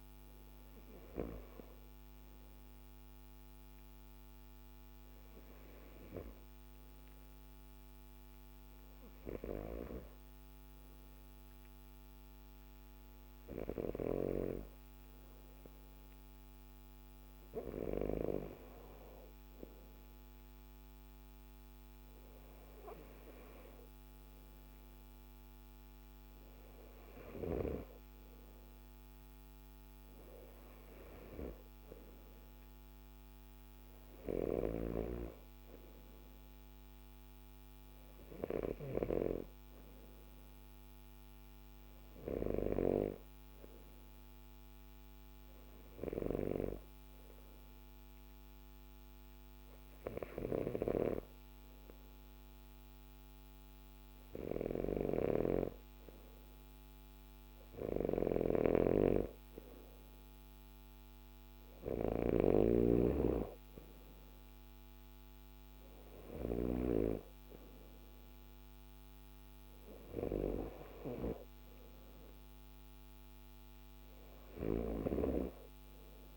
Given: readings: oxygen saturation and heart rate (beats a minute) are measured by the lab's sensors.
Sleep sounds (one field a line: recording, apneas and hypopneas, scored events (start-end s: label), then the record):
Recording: breathing in sleep by a microphone on the trachea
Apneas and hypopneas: none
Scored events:
none scored
From the record:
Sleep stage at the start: N2 (light sleep)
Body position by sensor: on the left side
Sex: male